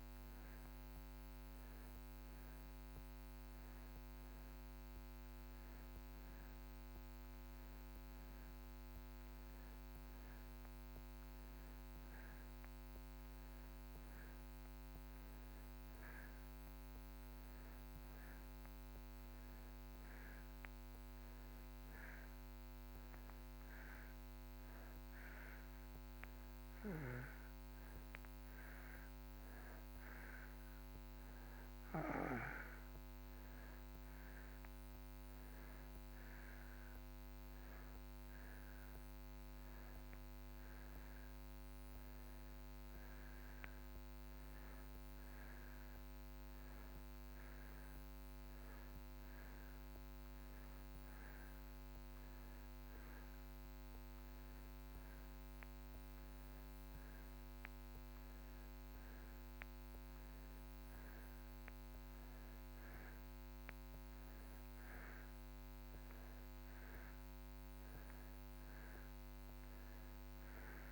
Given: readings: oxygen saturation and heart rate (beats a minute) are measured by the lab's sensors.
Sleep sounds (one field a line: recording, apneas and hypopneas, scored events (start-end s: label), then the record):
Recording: breathing in sleep, hard to hear, by a microphone on the trachea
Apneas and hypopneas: none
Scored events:
none scored
From the record:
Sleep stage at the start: N2 (light sleep)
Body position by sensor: on the back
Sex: male